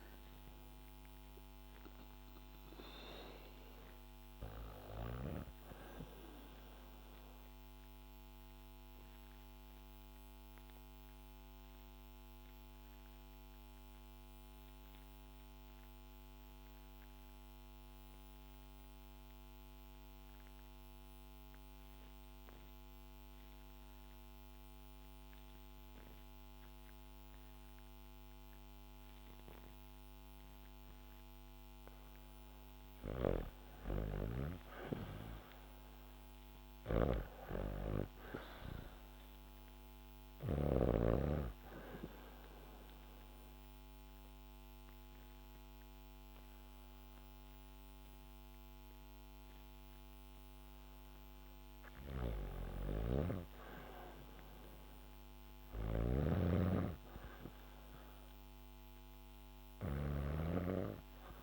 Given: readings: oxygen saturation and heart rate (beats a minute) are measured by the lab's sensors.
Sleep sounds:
breathing in sleep by a microphone on the trachea; 2
0.00-16.00 s: oxygen desaturation (device-marked, oxygen 91% lowest, heart rate 68 extreme)
8.00-32.00 s: obstructive apnea (oxygen 98% before, 90% lowest, heart rate 74 before, 68 extreme, up 8 after)
20.00-61.43 s: new sleep stage, REM sleep
32.50-40.50 s: snoring (device-marked)
35.50-38.00 s: arousal
36.00-56.00 s: oxygen desaturation (device-marked, oxygen 98% before, 90% lowest, heart rate 70 before, 67 extreme)
41.50-51.50 s: obstructive apnea (oxygen 99% before, 88% lowest, heart rate 70 before, 67 extreme, up 1 after)
51.50-60.00 s: snoring (device-marked)
56.00-59.00 s: arousal
From the record:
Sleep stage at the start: N2 (light sleep); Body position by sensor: on the back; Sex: female

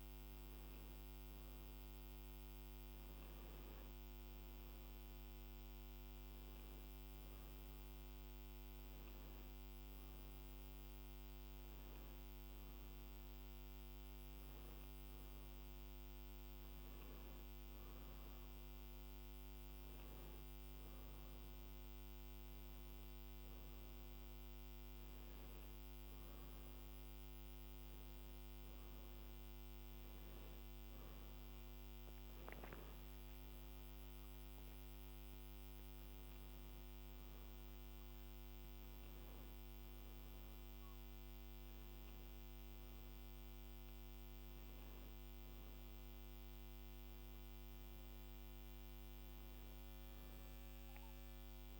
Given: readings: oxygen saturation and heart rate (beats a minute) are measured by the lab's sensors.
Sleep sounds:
a person awake in a sleep study, hard to hear, by a microphone on the trachea; none
none scored
From the record:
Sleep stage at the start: awake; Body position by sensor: on the back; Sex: female

